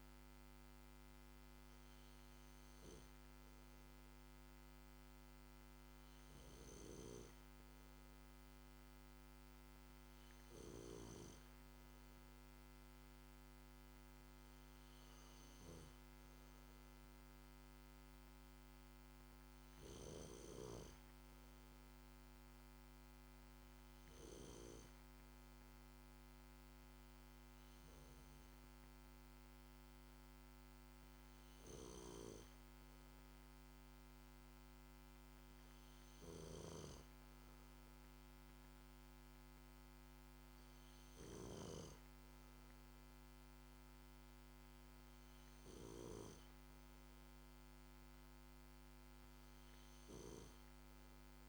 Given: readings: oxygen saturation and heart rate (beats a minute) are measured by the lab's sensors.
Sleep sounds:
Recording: breathing in sleep by a microphone on the trachea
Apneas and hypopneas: none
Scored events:
none scored
From the record:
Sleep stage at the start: N2 (light sleep)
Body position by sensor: on the back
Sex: male

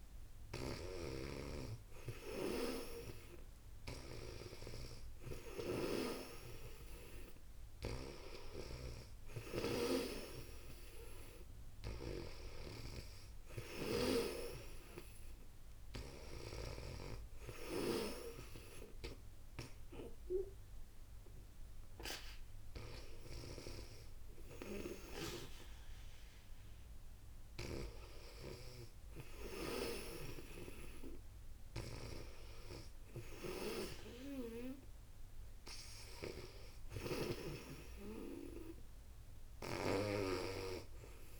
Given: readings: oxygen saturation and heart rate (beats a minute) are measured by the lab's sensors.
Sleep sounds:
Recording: breathing in sleep by a room microphone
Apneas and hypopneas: none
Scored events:
0.50-16.00 s: snoring (device-marked)
23.00-39.50 s: snoring (device-marked)
From the record:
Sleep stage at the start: N2 (light sleep)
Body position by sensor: on the back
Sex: female

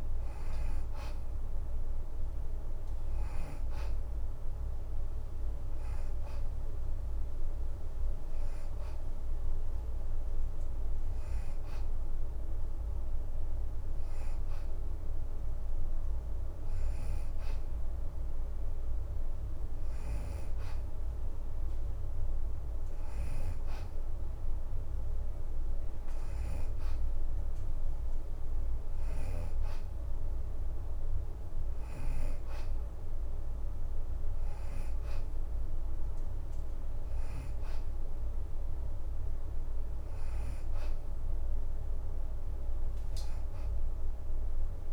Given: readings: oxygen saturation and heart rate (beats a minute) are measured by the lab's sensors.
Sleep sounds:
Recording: breathing in sleep, hard to hear, by a room microphone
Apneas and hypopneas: none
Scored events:
20.00-32.00 s: oxygen desaturation (device-marked, oxygen 90% before, 86% lowest, heart rate 84 before, 82 extreme)
From the record:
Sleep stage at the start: N2 (light sleep)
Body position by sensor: on the back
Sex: female

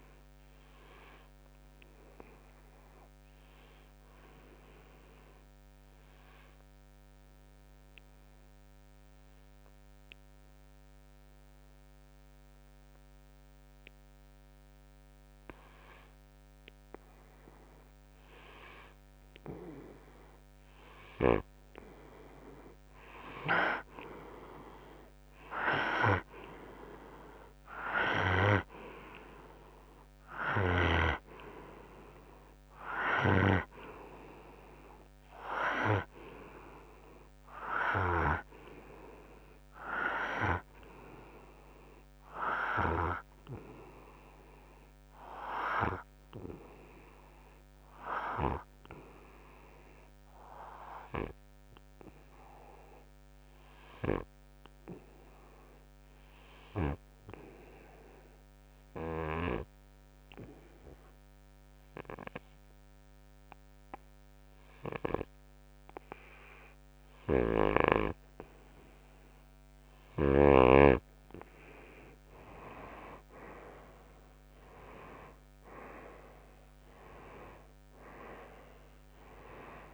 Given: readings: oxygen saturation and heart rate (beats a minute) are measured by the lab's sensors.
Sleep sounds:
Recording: breathing in sleep by a microphone on the trachea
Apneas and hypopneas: 2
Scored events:
0.50-20.00 s: obstructive apnea (oxygen 97% before, 90% lowest, heart rate 65 before, 56 extreme, up 8 after)
3.00-19.00 s: oxygen desaturation (device-marked, oxygen 95% before, 90% lowest, heart rate 65 before, 56 extreme)
22.50-26.50 s: arousal
34.00-56.00 s: oxygen desaturation (device-marked, oxygen 96% before, 90% lowest, heart rate 61 before, 61 extreme)
46.00-70.50 s: obstructive apnea (oxygen 96% before, 89% lowest, heart rate 64 before, 61 extreme, up 9 after)
76.00-79.94 s: oxygen desaturation (device-marked, oxygen 94% before, 89% lowest, heart rate 63 before, 57 extreme)
From the record:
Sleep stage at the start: N2 (light sleep)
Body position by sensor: on the right side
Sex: male

